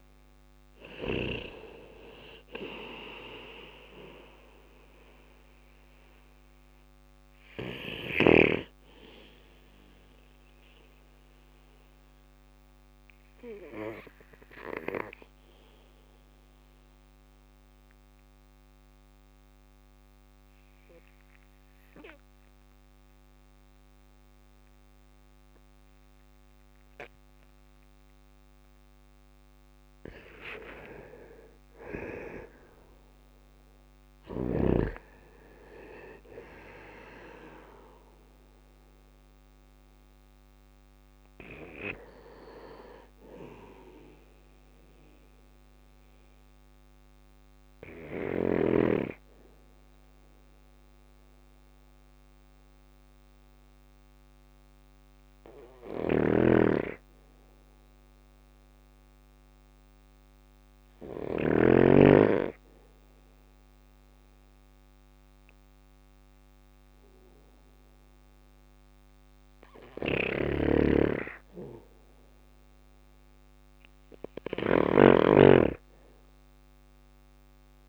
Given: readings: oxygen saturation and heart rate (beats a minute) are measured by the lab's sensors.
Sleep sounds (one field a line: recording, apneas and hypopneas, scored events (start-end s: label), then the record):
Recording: breathing in sleep by a microphone on the trachea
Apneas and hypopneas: 2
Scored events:
0.00-7.50 s: drop in pulse transit time (device-marked, heart rate 61 extreme)
0.00-14.50 s: oxygen desaturation (device-marked, oxygen 90% lowest, heart rate 58 extreme)
8.00-27.50 s: obstructive apnea (oxygen 96% before, 90% lowest, heart rate 64 before, 57 extreme)
29.50-33.50 s: arousal
33.50-44.50 s: drop in pulse transit time (device-marked, heart rate 62 before, 57 extreme)
33.50-46.50 s: oxygen desaturation (device-marked, oxygen 99% before, 95% lowest, heart rate 62 before, 57 extreme)
33.50-52.50 s: bradycardia (device-marked, heart rate 61 before, 57 extreme)
46.50-72.00 s: obstructive apnea (oxygen 100% before, 94% lowest, heart rate 59 before, 54 extreme, up 4 after)
54.50-60.50 s: snoring (device-marked)
63.50-66.50 s: bradycardia (device-marked, heart rate 61 before, 61 extreme)
68.50-77.89 s: snoring (device-marked)
73.00-77.00 s: arousal
75.50-77.89 s: oxygen desaturation (device-marked, oxygen 99% before, 94% lowest, heart rate 61 before, 54 extreme)
From the record:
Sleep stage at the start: N2 (light sleep)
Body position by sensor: on the back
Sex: male